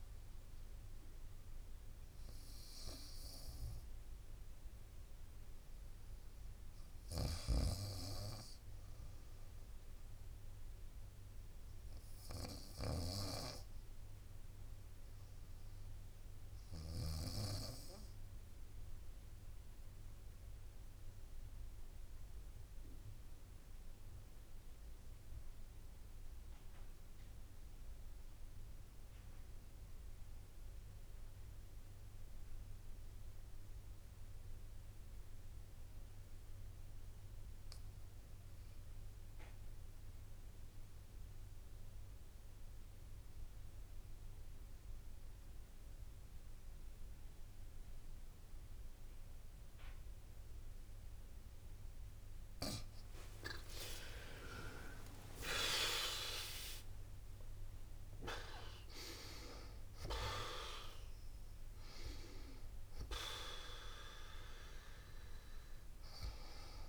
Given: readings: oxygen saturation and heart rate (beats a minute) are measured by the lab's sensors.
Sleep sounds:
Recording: breathing in sleep by a room microphone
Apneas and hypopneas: 1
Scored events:
0.00-16.00 s: oxygen desaturation (device-marked, oxygen 91% lowest, heart rate 61 extreme)
12.00-51.50 s: obstructive apnea (oxygen 97% before, 79% lowest, heart rate 61 before, 61 extreme, up 47 after)
19.00-29.00 s: drop in pulse transit time (device-marked, heart rate 62 before, 61 extreme)
52.00-66.89 s: oxygen desaturation (device-marked, oxygen 91% before, 79% lowest, heart rate 62 before, 61 extreme)
53.00-55.00 s: long interval between heartbeats (device-marked, heart rate 62 before, 81 extreme)
53.00-56.00 s: tachycardia (device-marked, heart rate 63 before, 97 extreme)
53.00-57.00 s: arousal
55.00-66.89 s: drop in pulse transit time (device-marked, heart rate 65 before, 78 extreme)
From the record:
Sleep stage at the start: REM sleep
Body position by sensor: on the right side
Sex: female

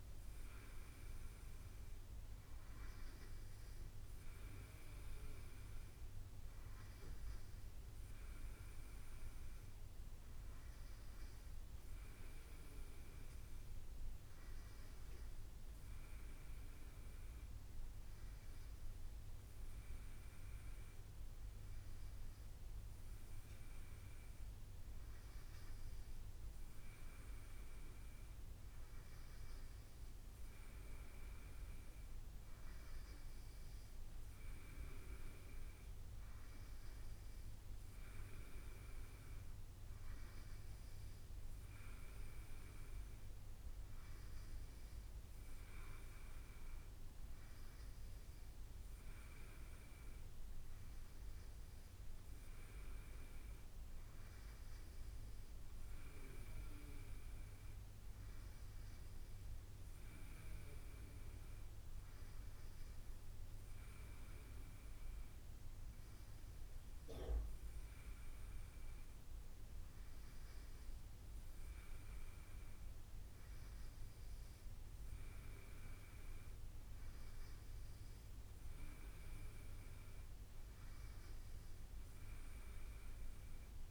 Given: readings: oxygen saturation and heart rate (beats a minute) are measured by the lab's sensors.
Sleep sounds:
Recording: breathing in sleep, hard to hear, by a room microphone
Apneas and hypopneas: none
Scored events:
none scored
From the record:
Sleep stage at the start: N3 (deep sleep)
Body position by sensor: on the right side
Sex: male

